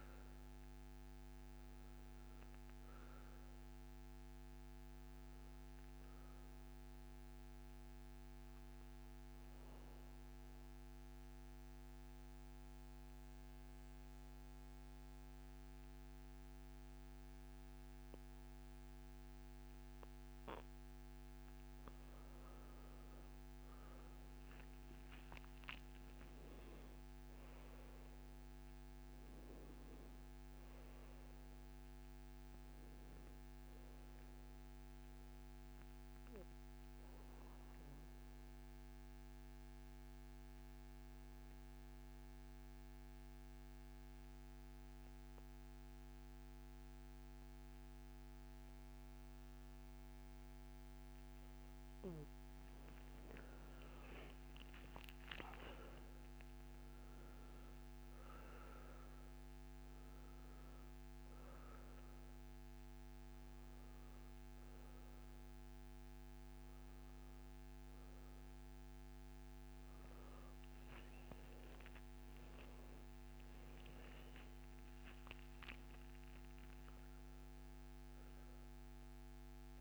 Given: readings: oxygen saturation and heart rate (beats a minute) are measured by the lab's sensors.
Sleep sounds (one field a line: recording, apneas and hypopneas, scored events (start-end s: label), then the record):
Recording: breathing in sleep, hard to hear, by a microphone on the trachea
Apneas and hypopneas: 2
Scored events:
4.00-15.00 s: oxygen desaturation (device-marked, oxygen 96% before, 92% lowest, heart rate 72 before, 64 extreme)
6.50-20.00 s: obstructive apnea (oxygen 97% before, 87% lowest, heart rate 73 before, 64 extreme, up 11 after)
24.50-28.50 s: arousal
27.00-40.00 s: oxygen desaturation (device-marked, oxygen 98% before, 90% lowest, heart rate 68 before, 65 extreme)
35.00-50.00 s: obstructive apnea (oxygen 98% before, 87% lowest, heart rate 70 before, 65 extreme, up 10 after)
52.00-55.50 s: arousal
54.00-75.00 s: oxygen desaturation (device-marked, oxygen 97% before, 87% lowest, heart rate 68 before, 61 extreme)
From the record:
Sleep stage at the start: N2 (light sleep)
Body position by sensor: on the back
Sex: male